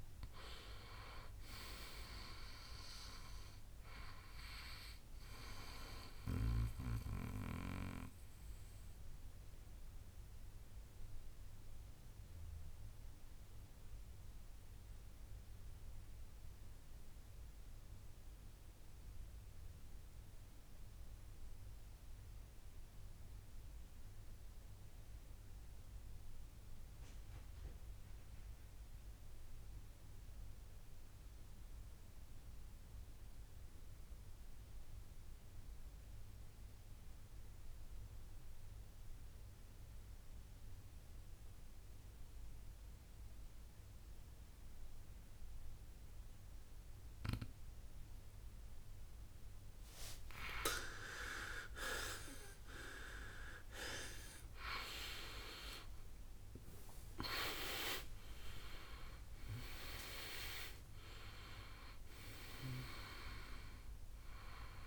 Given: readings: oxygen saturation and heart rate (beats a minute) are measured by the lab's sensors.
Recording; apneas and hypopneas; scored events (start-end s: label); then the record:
breathing in sleep by a room microphone; 1
0.00-23.50 s: oxygen desaturation (device-marked, oxygen 91% lowest, heart rate 58 extreme)
7.00-50.00 s: mixed apnea (oxygen 99% before, 85% lowest, heart rate 73 before, 58 extreme, up 20 after)
38.50-64.86 s: oxygen desaturation (device-marked, oxygen 98% before, 85% lowest, heart rate 61 before, 56 extreme)
56.00-60.50 s: arousal
From the record:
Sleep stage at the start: N2 (light sleep); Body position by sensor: on the back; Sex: male